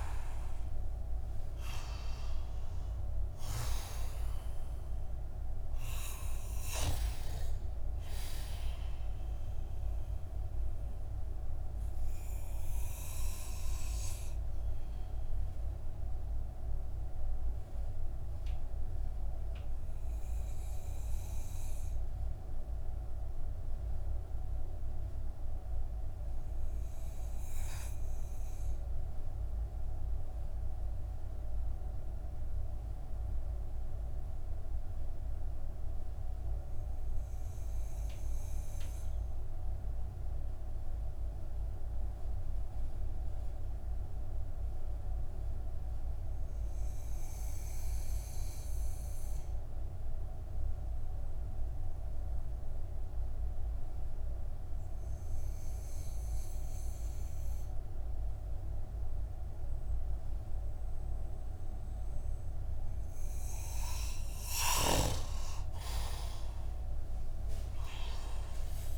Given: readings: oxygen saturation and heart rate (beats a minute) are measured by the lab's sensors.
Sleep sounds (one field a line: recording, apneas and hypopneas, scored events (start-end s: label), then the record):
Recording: breathing in sleep by a room microphone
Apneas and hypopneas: 1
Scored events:
0.00-1.00 s: oxygen desaturation (device-marked, oxygen 91% lowest)
0.00-1.50 s: arousal
3.00-29.00 s: oxygen desaturation (device-marked, oxygen 92% before, 87% lowest)
10.00-63.50 s: obstructive apnea (oxygen 94% before, 87% lowest)
50.00-68.98 s: oxygen desaturation (device-marked, oxygen 98% before, 92% lowest)
65.00-68.50 s: arousal
From the record:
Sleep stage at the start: N2 (light sleep)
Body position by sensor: on the back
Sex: male